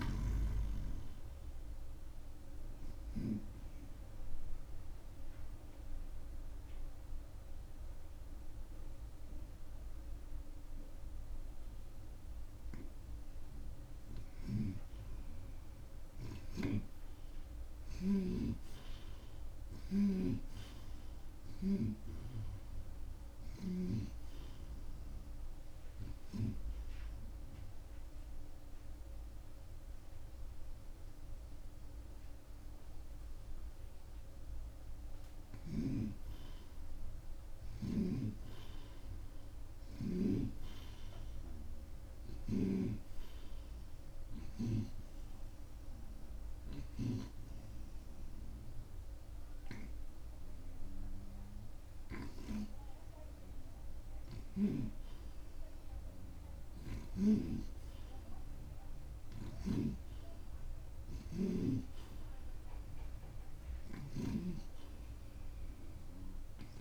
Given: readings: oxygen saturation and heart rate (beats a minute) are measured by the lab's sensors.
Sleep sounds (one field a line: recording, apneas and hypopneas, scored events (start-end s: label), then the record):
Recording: breathing in sleep by a room microphone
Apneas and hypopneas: 3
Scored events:
0.00-1.00 s: arousal
4.00-16.00 s: oxygen desaturation (device-marked, oxygen 92% before, 88% lowest)
5.00-15.00 s: obstructive apnea (oxygen 92% before, 87% lowest)
12.00-42.00 s: new sleep stage, N1 (lightest sleep)
14.50-22.00 s: snoring (device-marked)
17.50-22.00 s: arousal
27.00-37.00 s: obstructive apnea (oxygen 93% before, 84% lowest)
28.00-41.00 s: oxygen desaturation (device-marked, oxygen 93% before, 87% lowest)
38.00-43.00 s: snoring (device-marked)
38.50-43.00 s: arousal
42.00-66.81 s: new sleep stage, N2 (light sleep)
45.50-55.50 s: hypopnea (oxygen 93% before, 84% lowest)
48.00-59.00 s: oxygen desaturation (device-marked, oxygen 93% before, 87% lowest)
59.50-66.81 s: snoring (device-marked)
60.00-64.50 s: arousal
From the record:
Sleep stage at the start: N2 (light sleep)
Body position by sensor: on the back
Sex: male